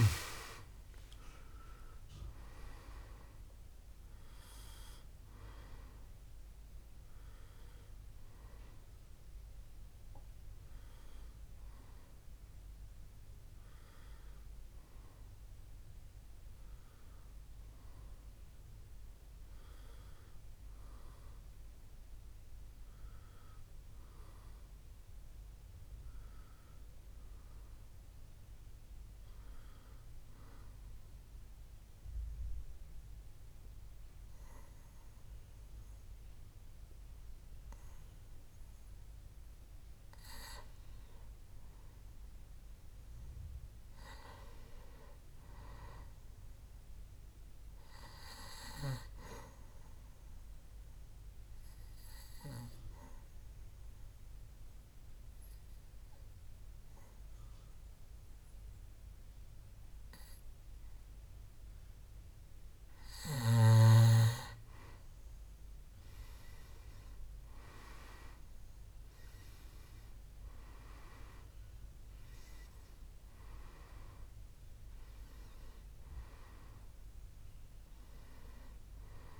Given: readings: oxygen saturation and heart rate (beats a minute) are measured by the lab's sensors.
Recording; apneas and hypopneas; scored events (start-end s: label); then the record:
breathing in sleep by a room microphone; 2
0.00-24.50 s: oxygen desaturation (device-marked, oxygen 92% lowest, heart rate 62 extreme)
26.00-28.50 s: arousal
31.50-41.50 s: obstructive apnea (oxygen 99% before, 92% lowest, heart rate 70 before, 62 extreme, up 7 after)
43.50-47.00 s: arousal
52.50-64.50 s: obstructive apnea (oxygen 99% before, 92% lowest, heart rate 66 before, 66 extreme, up 6 after)
65.00-69.00 s: arousal
66.50-79.39 s: oxygen desaturation (device-marked, oxygen 97% before, 92% lowest, heart rate 67 before, 66 extreme)
From the record:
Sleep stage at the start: N2 (light sleep); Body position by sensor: on the back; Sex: male